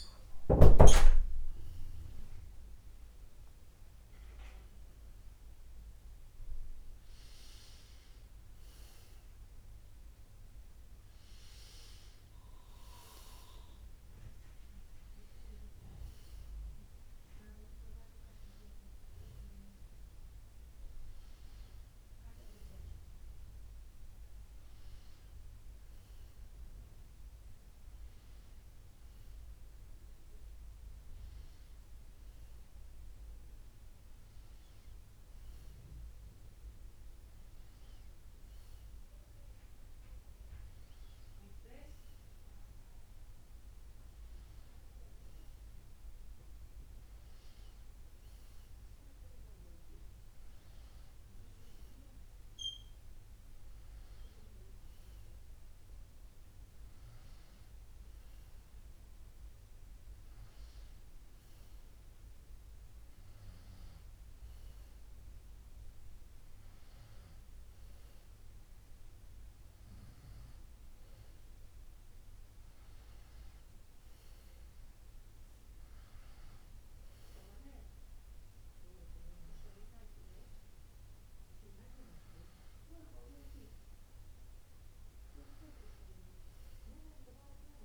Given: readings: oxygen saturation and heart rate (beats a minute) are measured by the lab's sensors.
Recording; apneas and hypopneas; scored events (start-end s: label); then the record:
a person awake in a sleep study, by a room microphone; none
none scored
From the record:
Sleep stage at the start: awake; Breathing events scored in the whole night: 264 in 3.9 hours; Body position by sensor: on the back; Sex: female